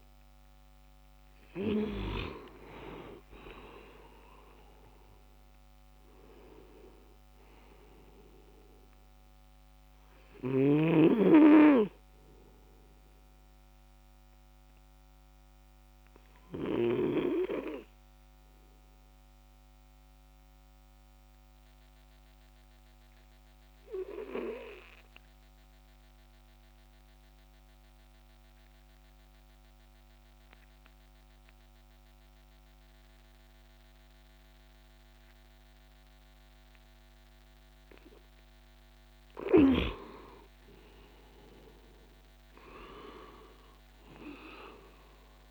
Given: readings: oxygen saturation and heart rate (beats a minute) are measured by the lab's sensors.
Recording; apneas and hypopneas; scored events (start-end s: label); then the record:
breathing in sleep by a microphone on the trachea; 1
0.00-5.00 s: arousal
1.00-15.00 s: oxygen desaturation (device-marked, oxygen 97% before, 94% lowest, heart rate 63 before, 56 extreme)
13.00-37.50 s: obstructive apnea (oxygen 98% before, 92% lowest, heart rate 68 before, 56 extreme, up 22 after)
40.50-44.00 s: arousal
From the record:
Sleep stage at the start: N2 (light sleep); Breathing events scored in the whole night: 206 in 3.5 hours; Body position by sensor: on the back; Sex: male